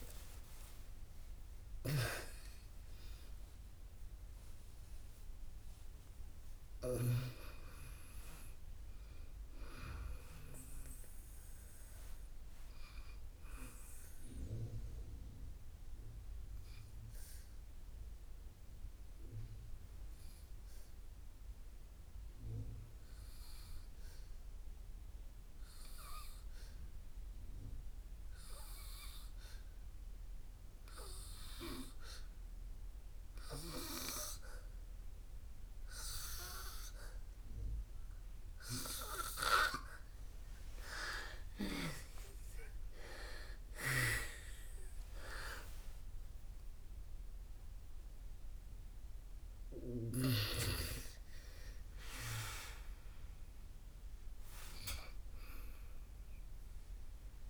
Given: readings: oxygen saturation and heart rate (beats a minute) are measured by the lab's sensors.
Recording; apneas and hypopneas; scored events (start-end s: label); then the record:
breathing in sleep by a room microphone; 1
0.00-3.00 s: arousal
0.00-23.50 s: oxygen desaturation (device-marked, oxygen 85% lowest, heart rate 56 extreme)
14.50-40.50 s: obstructive apnea (oxygen 98% before, 84% lowest, heart rate 75 before, 56 extreme, up 7 after)
41.50-47.00 s: arousal
45.50-57.50 s: oxygen desaturation (device-marked, oxygen 97% before, 89% lowest, heart rate 65 before, 58 extreme)
From the record:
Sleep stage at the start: N2 (light sleep); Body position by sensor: on the back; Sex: female